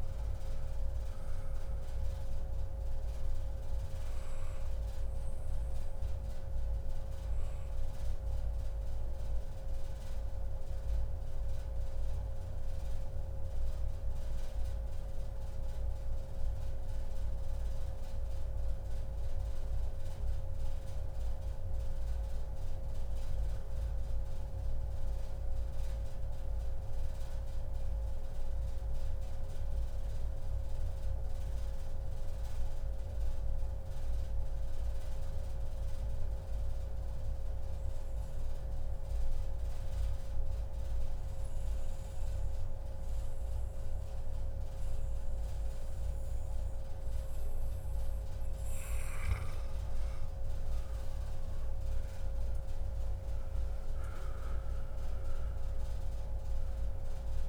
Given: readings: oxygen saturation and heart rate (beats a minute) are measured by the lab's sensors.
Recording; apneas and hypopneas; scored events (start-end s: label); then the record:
breathing in sleep, hard to hear, by a room microphone; 1
3.50-48.00 s: mixed apnea (oxygen 97% before, 92% lowest, heart rate 111 before, 139 extreme, up 1 after)
45.50-57.49 s: oxygen desaturation (device-marked, oxygen 97% before, 92% lowest, heart rate 143 before, 139 extreme)
50.00-55.50 s: arousal
From the record:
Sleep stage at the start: N2 (light sleep); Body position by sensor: on the back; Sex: male